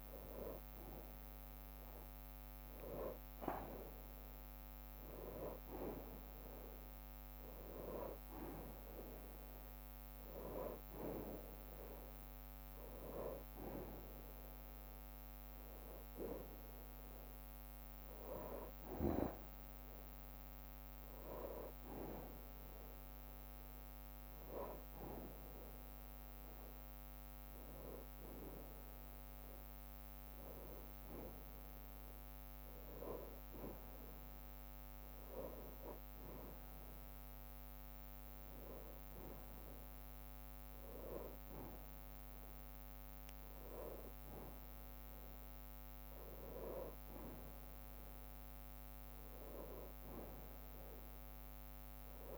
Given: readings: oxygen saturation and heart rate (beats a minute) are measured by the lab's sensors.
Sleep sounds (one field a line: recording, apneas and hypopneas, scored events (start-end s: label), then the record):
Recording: breathing in sleep by a microphone on the trachea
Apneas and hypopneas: none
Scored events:
2.50-4.50 s: long interval between heartbeats (device-marked, heart rate 64 before, 75 extreme)
6.00-17.00 s: bradycardia (device-marked, heart rate 64 before, 58 extreme)
34.00-44.00 s: drop in pulse transit time (device-marked, heart rate 62 before, 61 extreme)
36.50-38.50 s: long interval between heartbeats (device-marked, heart rate 63 before, 63 extreme)
From the record:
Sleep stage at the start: N2 (light sleep)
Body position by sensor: on the back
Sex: male